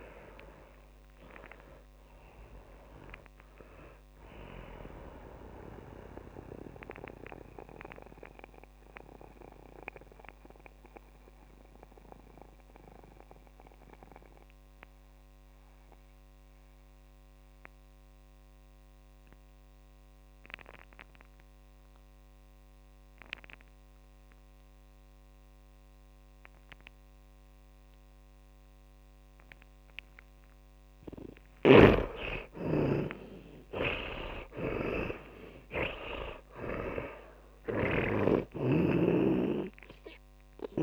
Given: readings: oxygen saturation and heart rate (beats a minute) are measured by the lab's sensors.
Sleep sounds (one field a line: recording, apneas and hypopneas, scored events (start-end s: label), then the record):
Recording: breathing in sleep by a microphone on the trachea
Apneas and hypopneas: 1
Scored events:
0.00-22.50 s: oxygen desaturation (device-marked, oxygen 86% lowest)
7.00-31.50 s: mixed apnea (oxygen 100% before, 82% lowest)
32.00-40.83 s: snoring (device-marked)
32.50-37.00 s: arousal
36.50-40.83 s: oxygen desaturation (device-marked, oxygen 100% before, 82% lowest)
From the record:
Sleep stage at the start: N2 (light sleep)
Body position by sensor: on the back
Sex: male